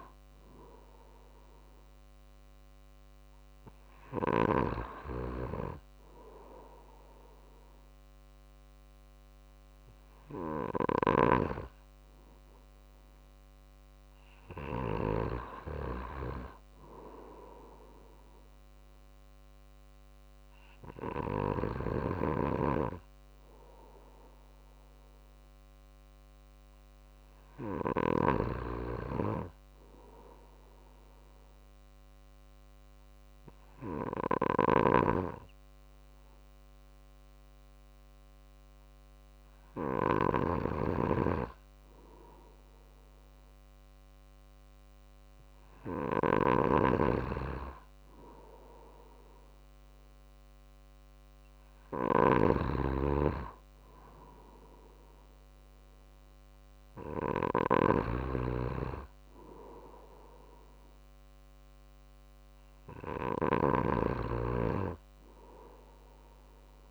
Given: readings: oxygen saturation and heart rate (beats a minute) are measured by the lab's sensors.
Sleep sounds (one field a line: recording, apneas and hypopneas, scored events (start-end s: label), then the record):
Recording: breathing in sleep by a microphone on the trachea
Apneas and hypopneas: 1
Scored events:
0.00-5.00 s: drop in pulse transit time (device-marked, heart rate 51 extreme)
30.00-43.00 s: hypopnea (oxygen 95% before, 94% lowest, heart rate 51 before, 50 extreme, up 0 after)
34.00-66.91 s: snoring (device-marked)
45.50-48.00 s: arousal
55.00-66.91 s: drop in pulse transit time (device-marked, heart rate 50 before, 50 extreme)
From the record:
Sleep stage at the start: N2 (light sleep)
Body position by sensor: on the right side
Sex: male